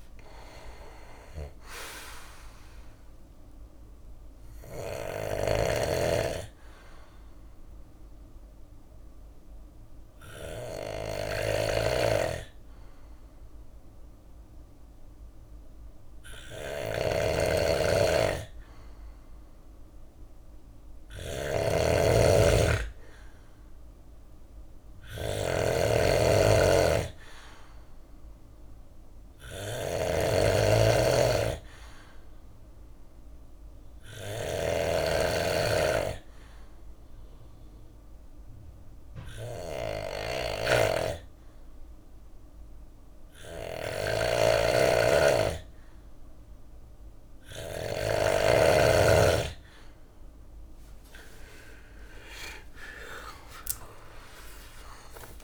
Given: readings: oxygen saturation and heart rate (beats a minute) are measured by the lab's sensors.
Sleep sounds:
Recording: breathing in sleep by a room microphone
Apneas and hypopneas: 2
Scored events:
0.00-8.00 s: drop in pulse transit time (device-marked, heart rate 57 extreme)
2.50-18.50 s: obstructive apnea (oxygen 95% before, 92% lowest, heart rate 62 before, 55 extreme, up 4 after)
3.00-21.00 s: bradycardia (device-marked, heart rate 63 before, 56 extreme)
4.00-47.00 s: snoring (device-marked)
19.50-23.50 s: arousal
23.00-39.00 s: bradycardia (device-marked, heart rate 63 before, 55 extreme)
31.50-44.00 s: obstructive apnea (oxygen 97% before, 92% lowest, heart rate 58 before, 57 extreme, up 10 after)
42.00-47.00 s: bradycardia (device-marked, heart rate 63 before, 58 extreme)
49.50-53.00 s: arousal
53.00-55.44 s: drop in pulse transit time (device-marked, heart rate 59 before, 57 extreme)
From the record:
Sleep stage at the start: N2 (light sleep)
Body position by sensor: on the back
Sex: male

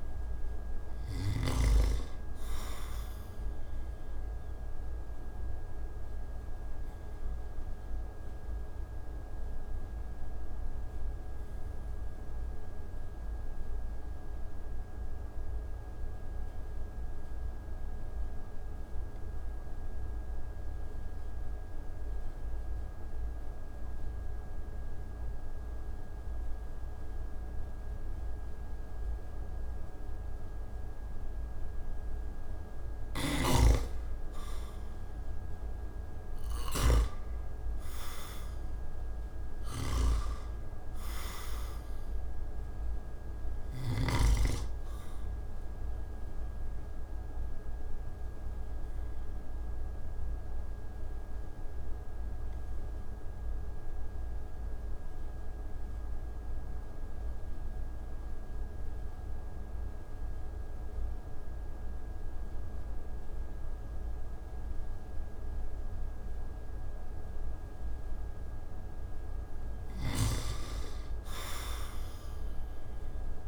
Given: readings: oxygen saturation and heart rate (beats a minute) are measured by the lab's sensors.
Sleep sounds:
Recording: breathing in sleep by a room microphone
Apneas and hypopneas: 2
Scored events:
0.00-1.00 s: snoring (device-marked)
0.00-11.50 s: oxygen desaturation (device-marked, oxygen 91% lowest)
4.00-31.50 s: obstructive apnea (oxygen 98% before, 82% lowest)
13.50-24.50 s: oxygen desaturation (device-marked, oxygen 94% before, 86% lowest)
32.50-43.50 s: snoring (device-marked)
34.50-38.50 s: arousal
35.50-64.50 s: oxygen desaturation (device-marked, oxygen 98% before, 82% lowest)
45.50-69.00 s: obstructive apnea (oxygen 98% before, 82% lowest)
69.50-73.48 s: snoring (device-marked)
71.00-73.48 s: arousal
From the record:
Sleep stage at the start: N2 (light sleep)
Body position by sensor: on the back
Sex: male

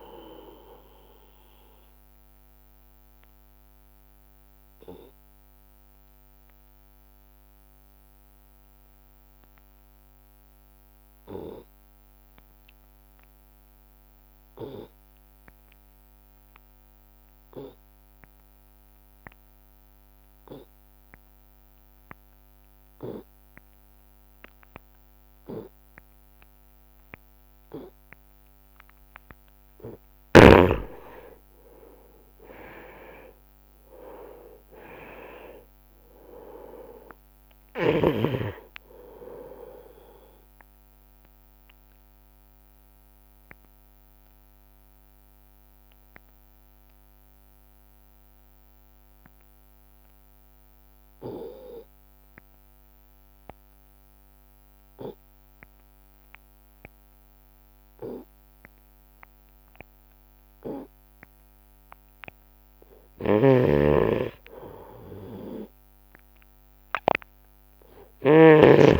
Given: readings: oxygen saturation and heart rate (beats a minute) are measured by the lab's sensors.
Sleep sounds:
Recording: breathing in sleep by a microphone on the trachea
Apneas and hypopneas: 2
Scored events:
0.00-2.50 s: oxygen desaturation (device-marked, oxygen 91% lowest)
2.00-29.00 s: obstructive apnea (oxygen 96% before, 83% lowest)
13.50-22.50 s: oxygen desaturation (device-marked, oxygen 95% before, 87% lowest)
31.50-36.00 s: arousal
34.50-55.50 s: oxygen desaturation (device-marked, oxygen 99% before, 83% lowest)
42.00-61.00 s: obstructive apnea (oxygen 100% before, 83% lowest)
62.50-67.00 s: arousal
63.50-68.99 s: snoring (device-marked)
From the record:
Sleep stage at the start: N2 (light sleep)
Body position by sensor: on the right side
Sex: male

